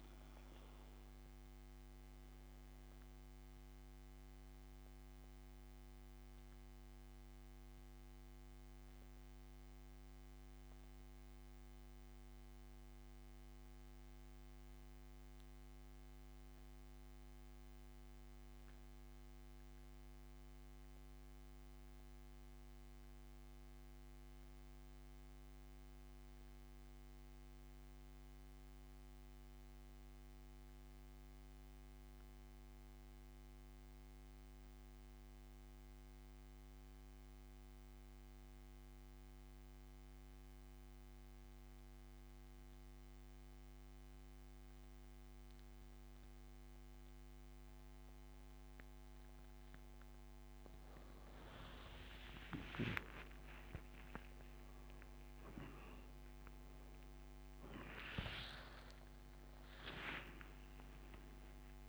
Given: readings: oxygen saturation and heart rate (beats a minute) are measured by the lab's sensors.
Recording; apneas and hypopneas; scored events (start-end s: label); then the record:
breathing in sleep by a microphone on the trachea; 1
2.50-49.00 s: mixed apnea (oxygen 98% before, 84% lowest, heart rate 59 before, 50 extreme, up 23 after)
20.00-26.00 s: oxygen desaturation (device-marked, oxygen 95% before, 92% lowest, heart rate 63 before, 60 extreme)
28.00-40.00 s: oxygen desaturation (device-marked, oxygen 95% before, 87% lowest, heart rate 65 before, 60 extreme)
58.00-61.89 s: arousal
From the record:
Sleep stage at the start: N2 (light sleep); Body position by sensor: on the back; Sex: male